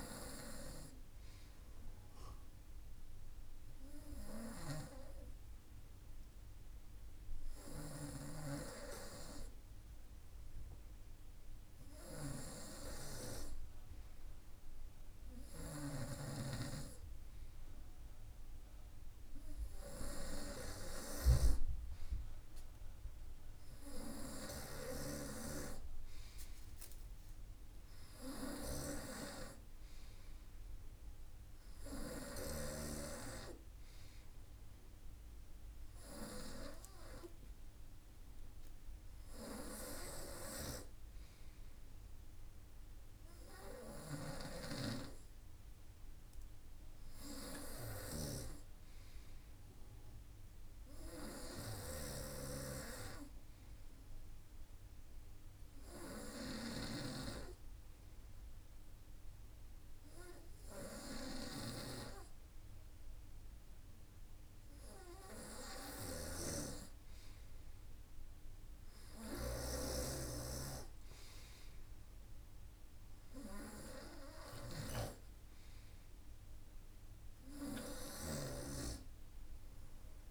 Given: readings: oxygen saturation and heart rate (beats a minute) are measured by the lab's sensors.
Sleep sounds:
breathing in sleep by a room microphone; none
14.50-32.00 s: snoring (device-marked)
47.00-51.00 s: snoring (device-marked)
65.00-80.31 s: snoring (device-marked)
From the record:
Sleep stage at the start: N2 (light sleep); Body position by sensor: on the front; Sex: male

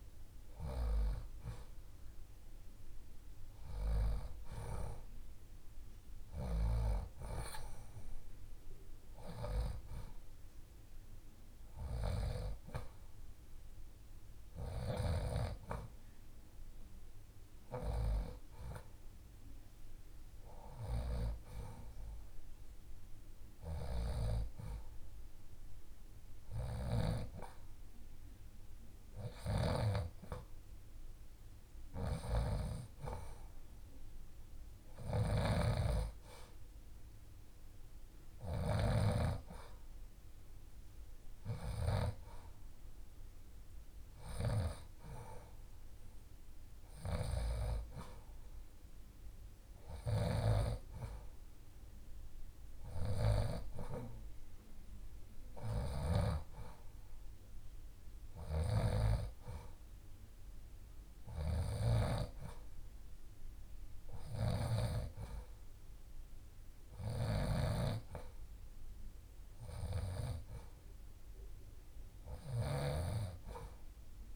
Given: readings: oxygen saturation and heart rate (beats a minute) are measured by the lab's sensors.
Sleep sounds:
breathing in sleep by a room microphone; none
none scored
From the record:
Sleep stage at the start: N2 (light sleep); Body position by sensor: on the left side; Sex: female

